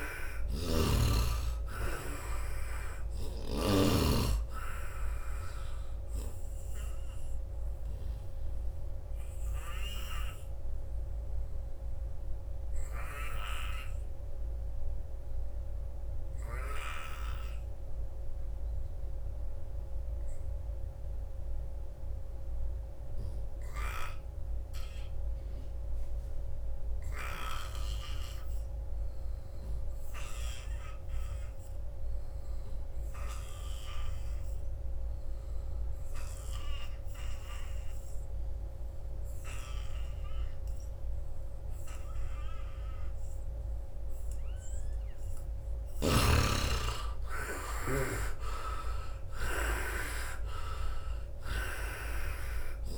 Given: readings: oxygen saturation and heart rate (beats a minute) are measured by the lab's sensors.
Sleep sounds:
breathing in sleep by a room microphone; 1
0.00-16.50 s: oxygen desaturation (device-marked, oxygen 70% lowest, heart rate 64 extreme)
7.00-45.00 s: obstructive apnea (oxygen 95% before, 70% lowest, heart rate 76 before, 64 extreme, up 25 after)
28.50-52.98 s: oxygen desaturation (device-marked, oxygen 99% before, 70% lowest, heart rate 87 before, 64 extreme)
45.50-50.00 s: snoring (device-marked)
47.00-50.50 s: arousal
From the record:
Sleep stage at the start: N2 (light sleep); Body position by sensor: on the front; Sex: male

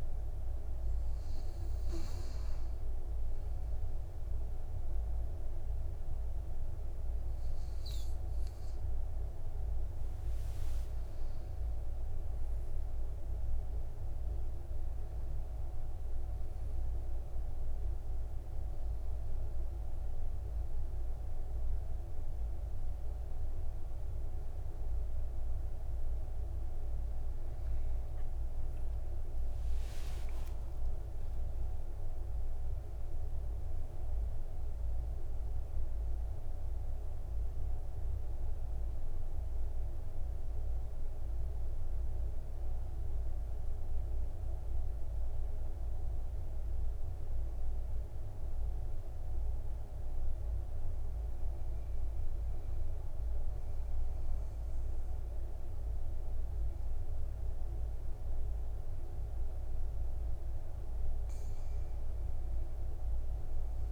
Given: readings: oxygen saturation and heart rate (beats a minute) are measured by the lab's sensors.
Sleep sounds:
breathing in sleep, hard to hear, by a room microphone; 1
3.50-14.50 s: oxygen desaturation (device-marked, oxygen 98% before, 94% lowest, heart rate 58 before, 60 extreme)
28.50-33.00 s: arousal
40.50-51.50 s: central apnea (oxygen 98% before, 94% lowest, heart rate 69 before, 53 extreme, up 11 after)
54.00-57.50 s: arousal
From the record:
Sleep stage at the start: N2 (light sleep); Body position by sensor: on the back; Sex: male

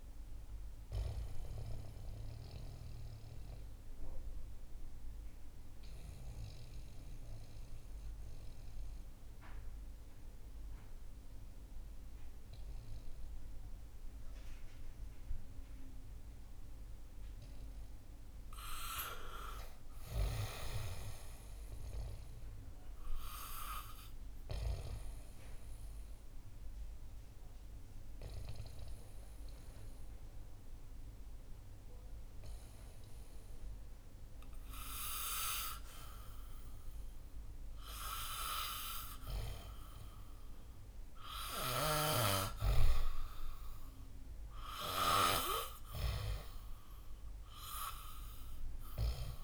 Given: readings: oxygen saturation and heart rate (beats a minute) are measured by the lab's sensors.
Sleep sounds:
breathing in sleep by a room microphone; 2
0.00-20.00 s: oxygen desaturation (device-marked, oxygen 83% lowest, heart rate 63 extreme)
1.50-18.50 s: mixed apnea (oxygen 99% before, 83% lowest, heart rate 68 before, 63 extreme, up 8 after)
19.50-23.00 s: arousal
23.00-49.44 s: new sleep stage, N2 (light sleep)
26.00-39.50 s: obstructive apnea (oxygen 99% before, 89% lowest, heart rate 68 before, 65 extreme, up 7 after)
43.00-46.50 s: arousal
From the record:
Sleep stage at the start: REM sleep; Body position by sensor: on the back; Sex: male

